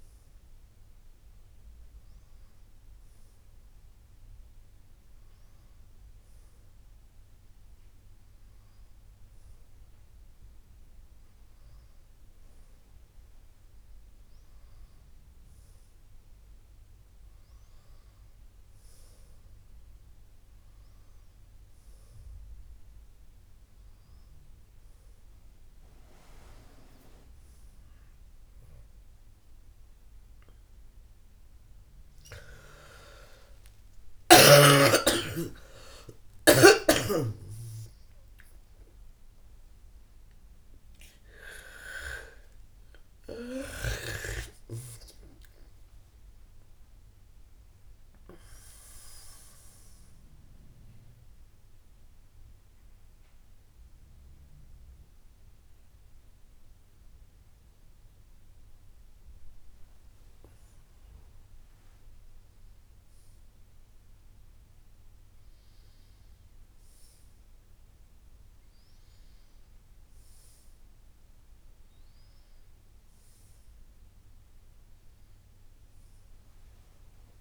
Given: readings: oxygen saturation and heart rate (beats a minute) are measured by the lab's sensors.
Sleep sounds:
a person awake in a sleep study, by a room microphone; none
30.00-77.41 s: new sleep stage, awake
From the record:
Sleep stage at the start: N1 (lightest sleep); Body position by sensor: on the back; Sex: female

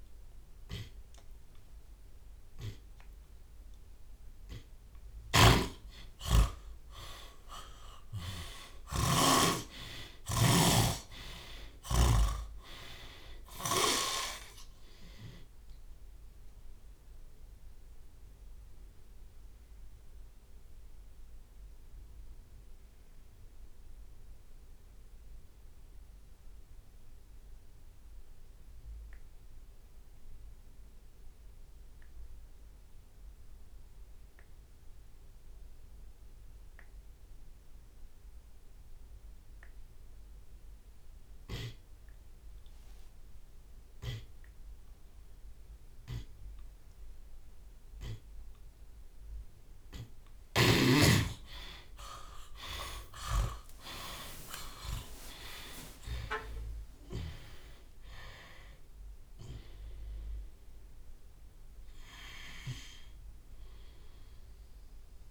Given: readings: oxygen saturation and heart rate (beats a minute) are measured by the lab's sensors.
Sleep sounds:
breathing in sleep by a room microphone; 1
0.50-2.50 s: long interval between heartbeats (device-marked, heart rate 70 before, 85 extreme)
1.00-5.00 s: tachycardia (device-marked, heart rate 62 before, 106 extreme)
2.50-4.50 s: long interval between heartbeats (device-marked, heart rate 72 before, 96 extreme)
3.00-14.00 s: drop in pulse transit time (device-marked, heart rate 74 before, 78 extreme)
5.00-12.00 s: snoring (device-marked)
5.50-7.50 s: long interval between heartbeats (device-marked, heart rate 78 before, 108 extreme)
5.50-11.00 s: arousal
9.50-11.50 s: long interval between heartbeats (device-marked, heart rate 87 before, 78 extreme)
12.50-14.50 s: long interval between heartbeats (device-marked, heart rate 90 before, 88 extreme)
20.00 s: drop in pulse transit time (device-marked)
20.50-38.00 s: obstructive apnea (oxygen 97% before, 73% lowest, heart rate 91 before, 25 extreme, up 35 after)
27.00-47.00 s: oxygen desaturation (device-marked, oxygen 95% before, 73% lowest)
38.50-40.50 s: long interval between heartbeats (device-marked, heart rate 50 before, 63 extreme)
41.50-43.50 s: long interval between heartbeats (device-marked, heart rate 46 before, 74 extreme)
44.00-46.00 s: long interval between heartbeats (device-marked, heart rate 56 before, 87 extreme)
47.00-49.00 s: long interval between heartbeats (device-marked, heart rate 66 before, 95 extreme)
49.00-55.00 s: arousal
50.00-52.00 s: long interval between heartbeats (device-marked, heart rate 71 before, 81 extreme)
54.50-56.50 s: long interval between heartbeats (device-marked, heart rate 74 before, 65 extreme)
55.00-65.31 s: drop in pulse transit time (device-marked)
57.00-59.00 s: long interval between heartbeats (device-marked, heart rate 76 before, 68 extreme)
From the record:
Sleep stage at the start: N2 (light sleep); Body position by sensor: on the left side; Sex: male

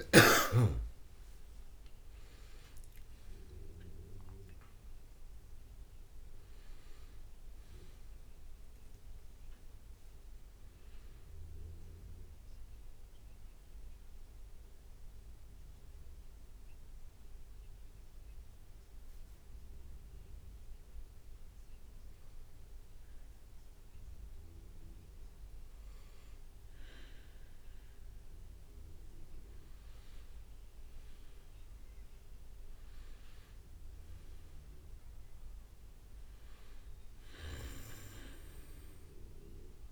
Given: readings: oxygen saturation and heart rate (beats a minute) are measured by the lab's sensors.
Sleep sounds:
breathing in sleep by a room microphone; 1
0.00-3.00 s: leg movement (device-marked)
0.00-5.00 s: arousal
0.00-18.00 s: oxygen desaturation (device-marked, oxygen 98% before, 94% lowest, heart rate 70 before, 64 extreme)
9.00-10.00 s: leg movement (device-marked)
14.00-27.50 s: hypopnea (oxygen 98% before, 95% lowest, heart rate 70 before, 64 extreme, up 4 after)
30.00-34.00 s: arousal
31.00-39.91 s: oxygen desaturation (device-marked, oxygen 99% before, 95% lowest, heart rate 68 before, 64 extreme)
From the record:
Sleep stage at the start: N2 (light sleep); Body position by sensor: on the back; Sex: male

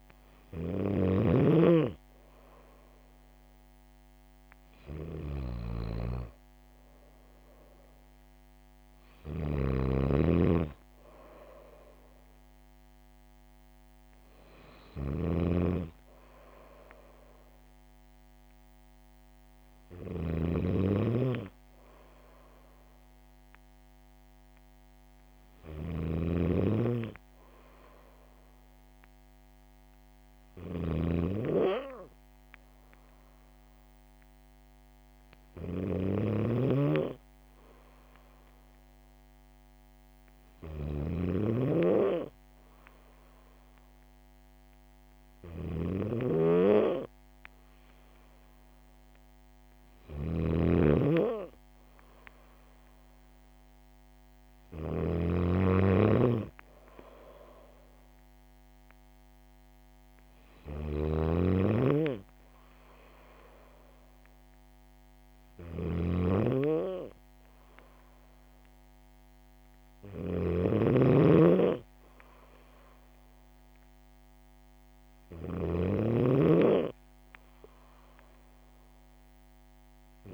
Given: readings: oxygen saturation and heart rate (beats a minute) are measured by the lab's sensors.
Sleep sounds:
breathing in sleep by a microphone on the trachea; none
9.00-80.34 s: snoring (device-marked)
From the record:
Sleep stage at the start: N3 (deep sleep); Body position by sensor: on the back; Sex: female

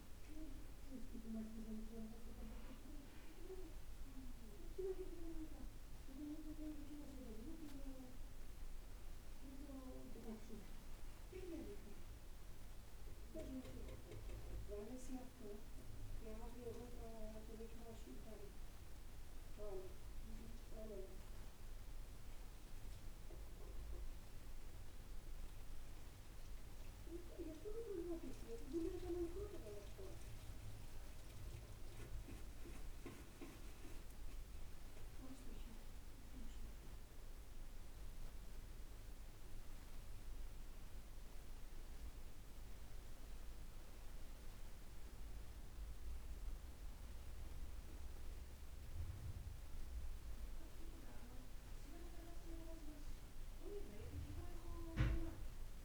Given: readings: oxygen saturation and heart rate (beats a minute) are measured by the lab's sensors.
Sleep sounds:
breathing in sleep by a room microphone; none
none scored
From the record:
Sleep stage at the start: N2 (light sleep); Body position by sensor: on the back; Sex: male

